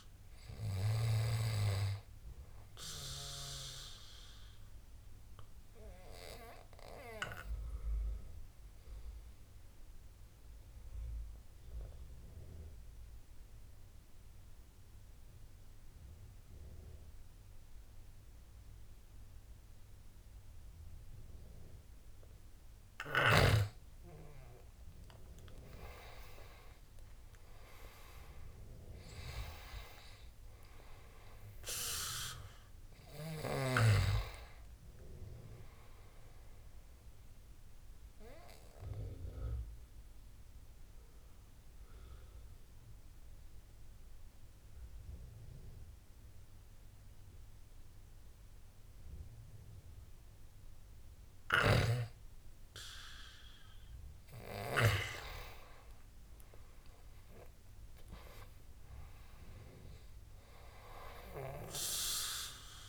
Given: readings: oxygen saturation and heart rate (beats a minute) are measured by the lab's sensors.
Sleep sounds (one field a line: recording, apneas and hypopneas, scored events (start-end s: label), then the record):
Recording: breathing in sleep by a room microphone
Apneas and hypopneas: 2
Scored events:
0.00-13.00 s: oxygen desaturation (device-marked, oxygen 88% lowest, heart rate 70 extreme)
5.50-22.50 s: obstructive apnea (oxygen 97% before, 87% lowest, heart rate 75 before, 65 extreme, up 9 after)
25.50-29.50 s: arousal
27.00-39.00 s: oxygen desaturation (device-marked, oxygen 98% before, 91% lowest, heart rate 73 before, 64 extreme)
38.00-51.50 s: obstructive apnea (oxygen 98% before, 85% lowest, heart rate 76 before, 64 extreme, up 12 after)
41.00-54.00 s: oxygen desaturation (device-marked, oxygen 93% before, 87% lowest, heart rate 77 before, 64 extreme)
54.00-58.00 s: arousal
From the record:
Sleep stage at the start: N2 (light sleep)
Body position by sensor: on the back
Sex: male